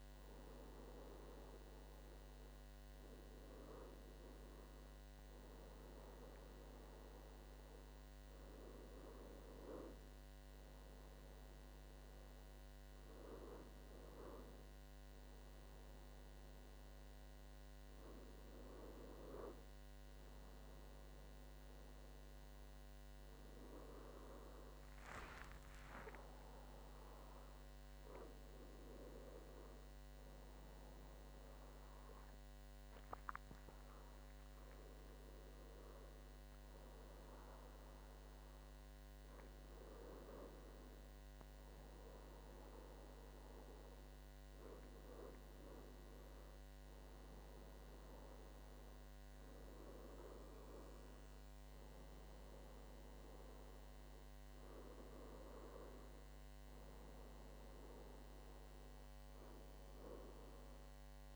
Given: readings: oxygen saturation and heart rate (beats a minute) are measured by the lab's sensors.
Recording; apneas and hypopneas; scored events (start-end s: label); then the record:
breathing in sleep by a microphone on the trachea; none
none scored
From the record:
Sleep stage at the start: N1 (lightest sleep); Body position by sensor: on the back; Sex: male